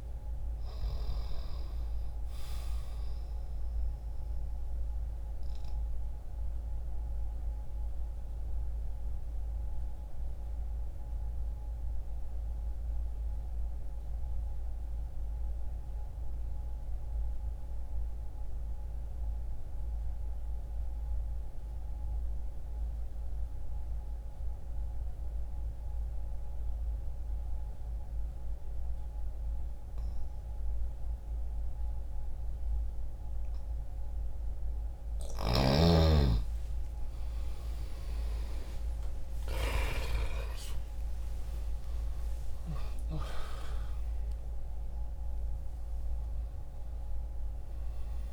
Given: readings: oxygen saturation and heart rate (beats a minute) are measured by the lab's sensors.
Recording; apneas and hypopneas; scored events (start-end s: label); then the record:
breathing in sleep by a room microphone; 1
5.00-33.50 s: obstructive apnea (oxygen 96% before, 83% lowest, heart rate 60 before, 60 extreme, up 60 after)
19.00-29.00 s: oxygen desaturation (device-marked, oxygen 94% before, 83% lowest, heart rate 60 before, 60 extreme)
34.50-39.00 s: snoring (device-marked)
35.50-40.50 s: arousal
From the record:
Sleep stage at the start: N2 (light sleep); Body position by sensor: on the left side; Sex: male